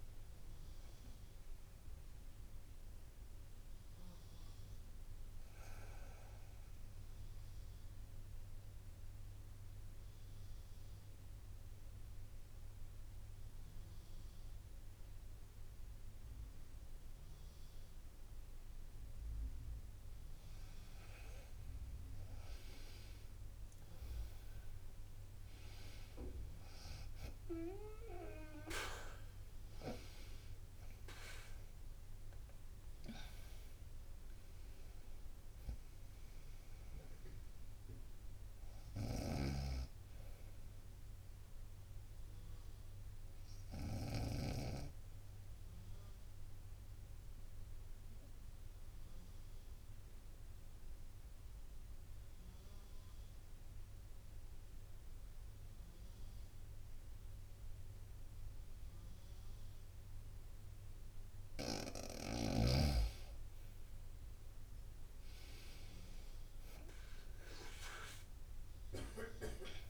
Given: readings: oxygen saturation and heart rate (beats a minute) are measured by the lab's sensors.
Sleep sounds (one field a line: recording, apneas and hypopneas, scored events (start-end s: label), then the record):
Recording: breathing in sleep by a room microphone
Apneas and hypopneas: 2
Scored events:
0.00-7.00 s: drop in pulse transit time (device-marked, heart rate 63 extreme)
4.50-20.00 s: obstructive apnea (oxygen 96% before, 93% lowest, heart rate 73 before, 56 extreme, up 4 after)
6.00-21.00 s: bradycardia (device-marked, heart rate 64 before, 58 extreme)
23.50-26.50 s: arousal
27.00-42.00 s: drop in pulse transit time (device-marked, heart rate 59 before, 59 extreme)
28.00-53.00 s: oxygen desaturation (device-marked, oxygen 97% before, 93% lowest, heart rate 59 before, 56 extreme)
38.00-52.00 s: bradycardia (device-marked, heart rate 64 before, 56 extreme)
39.00-44.00 s: snoring (device-marked)
43.00-60.50 s: obstructive apnea (oxygen 97% before, 92% lowest, heart rate 62 before, 57 extreme, up 6 after)
67.00-69.90 s: drop in pulse transit time (device-marked, heart rate 59 before, 63 extreme)
67.00-69.90 s: oxygen desaturation (device-marked, oxygen 97% before, 92% lowest, heart rate 59 before, 57 extreme)
68.00-69.90 s: arousal
From the record:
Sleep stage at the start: N2 (light sleep)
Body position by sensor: on the right side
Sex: female